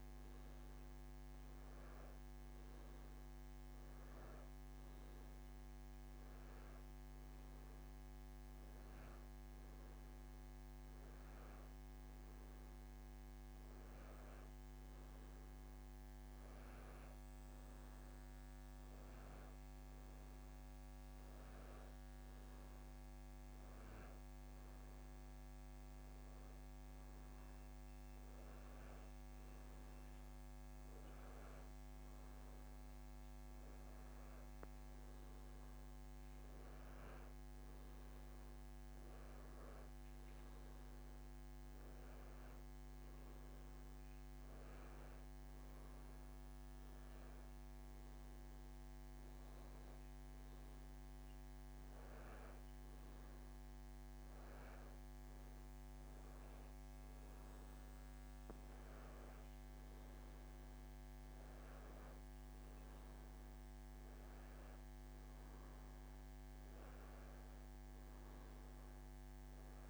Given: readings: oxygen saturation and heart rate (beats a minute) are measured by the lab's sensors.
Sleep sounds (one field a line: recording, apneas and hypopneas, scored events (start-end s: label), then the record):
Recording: breathing in sleep, hard to hear, by a microphone on the trachea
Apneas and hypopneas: none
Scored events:
none scored
From the record:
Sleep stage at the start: N2 (light sleep)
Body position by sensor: on the back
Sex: male